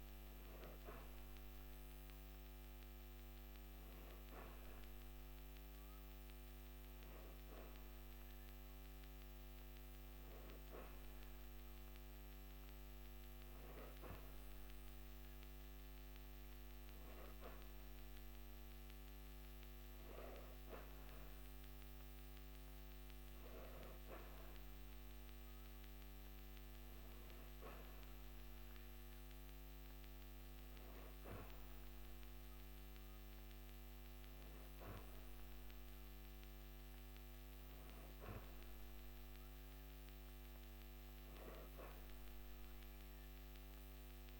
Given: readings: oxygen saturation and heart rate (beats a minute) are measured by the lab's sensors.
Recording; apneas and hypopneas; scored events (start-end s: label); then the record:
breathing in sleep by a microphone on the trachea; none
none scored
From the record:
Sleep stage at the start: N2 (light sleep); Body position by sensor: on the back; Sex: female